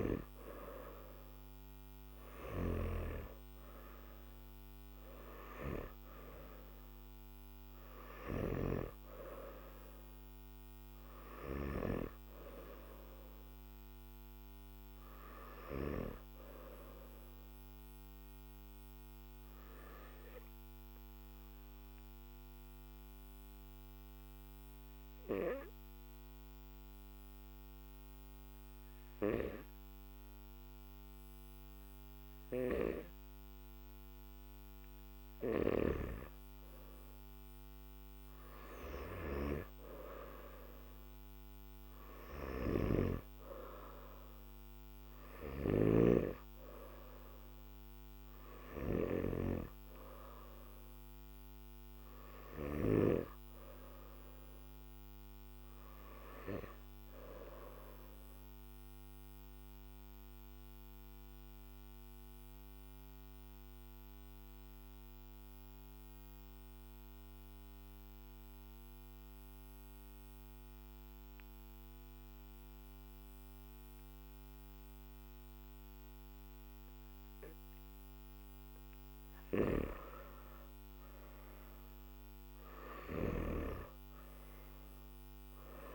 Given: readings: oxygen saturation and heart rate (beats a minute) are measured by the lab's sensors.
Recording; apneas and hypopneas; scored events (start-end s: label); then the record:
breathing in sleep by a microphone on the trachea; 2
0.00-19.50 s: oxygen desaturation (device-marked, oxygen 93% lowest, heart rate 49 extreme)
16.50-34.00 s: obstructive apnea (oxygen 97% before, 93% lowest, heart rate 54 before, 49 extreme, up 7 after)
58.50-78.00 s: mixed apnea (oxygen 98% before, 93% lowest, heart rate 56 before, 46 extreme, up 15 after)
74.50-85.95 s: new sleep stage, N2 (light sleep)
From the record:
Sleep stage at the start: N1 (lightest sleep); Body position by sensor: on the back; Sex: male